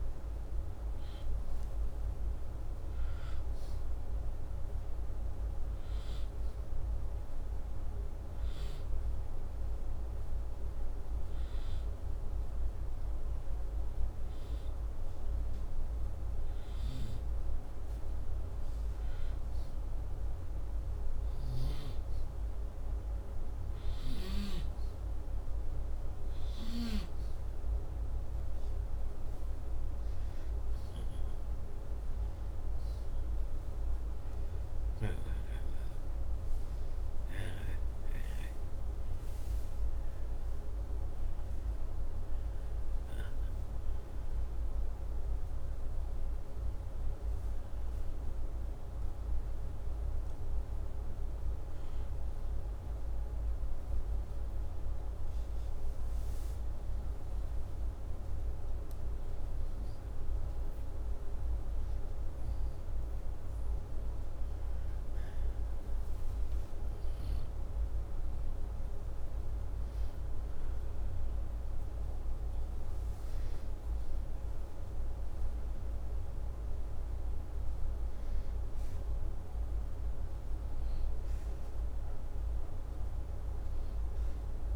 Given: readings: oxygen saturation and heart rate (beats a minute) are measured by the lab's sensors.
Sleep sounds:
breathing in sleep, hard to hear, by a room microphone; none
none scored
From the record:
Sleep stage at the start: N2 (light sleep); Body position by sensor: upright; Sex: male

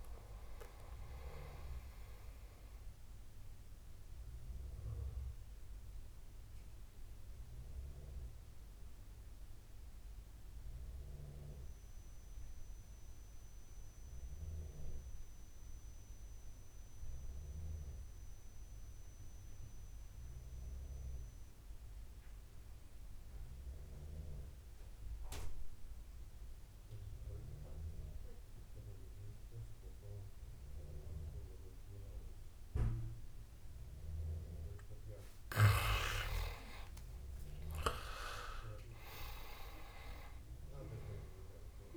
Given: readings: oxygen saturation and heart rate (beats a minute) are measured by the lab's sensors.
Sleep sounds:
breathing in sleep by a room microphone; 1
0.00-21.00 s: oxygen desaturation (device-marked, oxygen 85% lowest, heart rate 64 extreme)
4.50-35.00 s: obstructive apnea (oxygen 98% before, 83% lowest, heart rate 79 before, 64 extreme, up 17 after)
30.00-41.97 s: oxygen desaturation (device-marked, oxygen 98% before, 83% lowest, heart rate 67 before, 69 extreme)
35.50-39.50 s: arousal
From the record:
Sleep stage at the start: N2 (light sleep); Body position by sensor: on the back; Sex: male

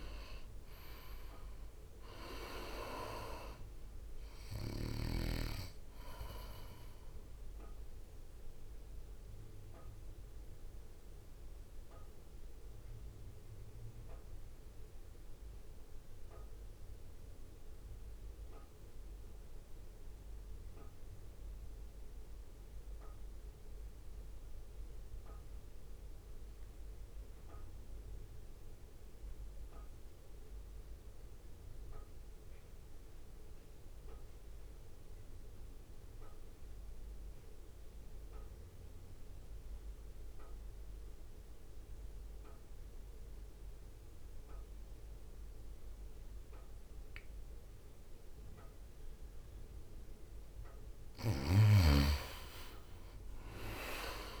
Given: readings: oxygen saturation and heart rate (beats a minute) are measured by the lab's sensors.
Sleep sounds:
breathing in sleep by a room microphone; 1
0.00-1.50 s: arousal
0.00-4.50 s: oxygen desaturation (device-marked, oxygen 89% lowest, heart rate 54 extreme)
0.00-10.50 s: drop in pulse transit time (device-marked, heart rate 55 extreme)
8.00-50.00 s: mixed apnea (oxygen 98% before, 83% lowest, heart rate 61 before, 52 extreme, up 9 after)
16.50-30.50 s: oxygen desaturation (device-marked, oxygen 90% before, 83% lowest, heart rate 60 before, 53 extreme)
From the record:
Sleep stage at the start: N2 (light sleep); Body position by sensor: on the right side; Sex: male

